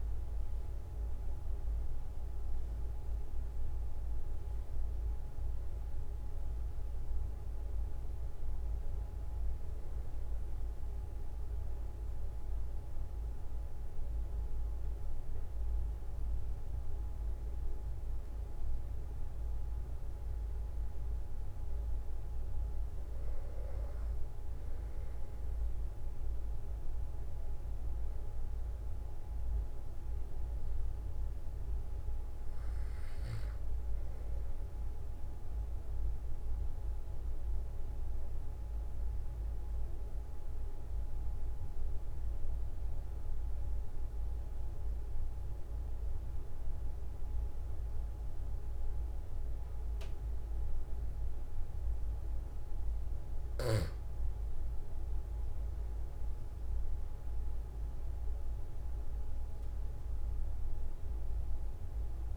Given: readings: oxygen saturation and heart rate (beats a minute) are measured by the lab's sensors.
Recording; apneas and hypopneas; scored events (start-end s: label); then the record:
breathing in sleep, hard to hear, by a room microphone; 2
8.50-19.50 s: obstructive apnea (oxygen 95% before, 94% lowest, heart rate 47 before, 44 extreme, up 2 after)
23.00-28.50 s: arousal
36.50-52.50 s: obstructive apnea (oxygen 97% before, 93% lowest, heart rate 46 before, 44 extreme, up 4 after)
54.50-59.00 s: arousal
From the record:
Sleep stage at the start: REM sleep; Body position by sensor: on the back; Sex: male